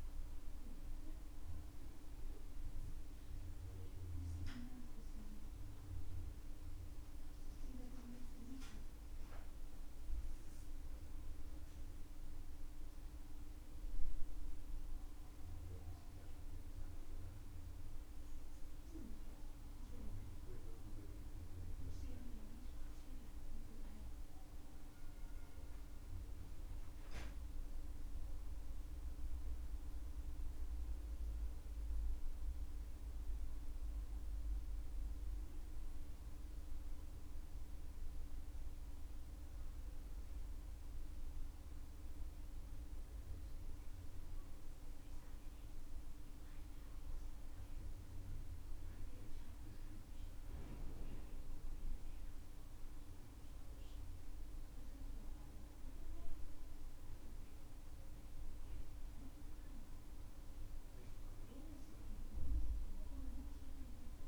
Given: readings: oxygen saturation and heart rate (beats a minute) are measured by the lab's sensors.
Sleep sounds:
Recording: a person awake in a sleep study, hard to hear, by a room microphone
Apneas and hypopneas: none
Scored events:
none scored
From the record:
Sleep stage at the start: awake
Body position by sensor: on the back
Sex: male

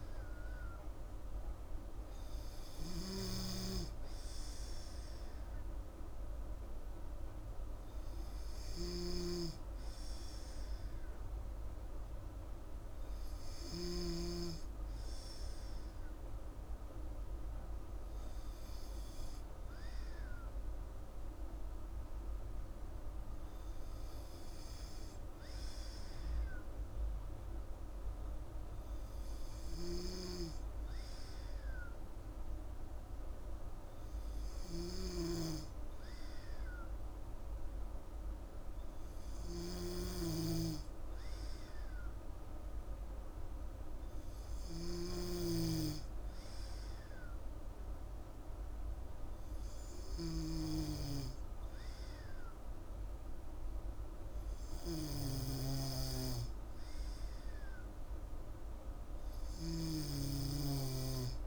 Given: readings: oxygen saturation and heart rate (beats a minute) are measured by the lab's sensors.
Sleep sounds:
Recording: breathing in sleep by a room microphone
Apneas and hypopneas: none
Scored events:
8.50-14.00 s: snoring (device-marked)
39.50-45.50 s: snoring (device-marked)
59.50-61.47 s: snoring (device-marked)
From the record:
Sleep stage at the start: N2 (light sleep)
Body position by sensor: on the back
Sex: female

